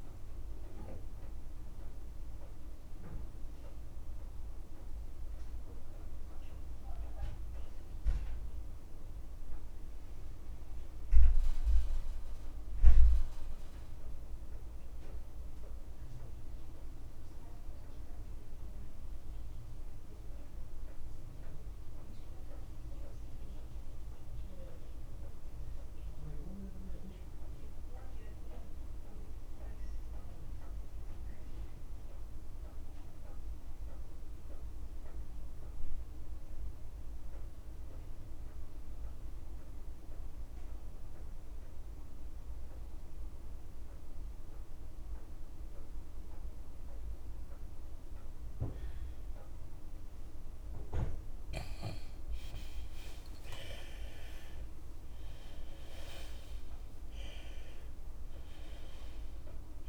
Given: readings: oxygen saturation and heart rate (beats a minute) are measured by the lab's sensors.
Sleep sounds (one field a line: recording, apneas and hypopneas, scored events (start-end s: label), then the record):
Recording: breathing in sleep by a room microphone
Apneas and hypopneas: 1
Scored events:
0.00-23.50 s: oxygen desaturation (device-marked, oxygen 87% lowest, heart rate 29 extreme)
2.00-51.50 s: mixed apnea (oxygen 98% before, 81% lowest)
9.50-11.50 s: long interval between heartbeats (device-marked, heart rate 49 before, 51 extreme)
14.50-16.50 s: long interval between heartbeats (device-marked, heart rate 49 before, 29 extreme)
28.00-30.00 s: long interval between heartbeats (device-marked, heart rate 44 before, 52 extreme)
34.50-59.89 s: oxygen desaturation (device-marked, oxygen 97% before, 81% lowest)
44.00-46.00 s: long interval between heartbeats (device-marked, heart rate 50 before, 55 extreme)
49.00-51.00 s: long interval between heartbeats (device-marked, heart rate 50 before, 56 extreme)
53.00-55.00 s: long interval between heartbeats (device-marked, heart rate 51 before, 59 extreme)
53.00-57.00 s: arousal
55.00-57.00 s: long interval between heartbeats (device-marked, heart rate 53 before, 71 extreme)
57.50-59.50 s: long interval between heartbeats (device-marked, heart rate 57 before, 76 extreme)
From the record:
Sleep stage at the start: N2 (light sleep)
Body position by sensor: on the left side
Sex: male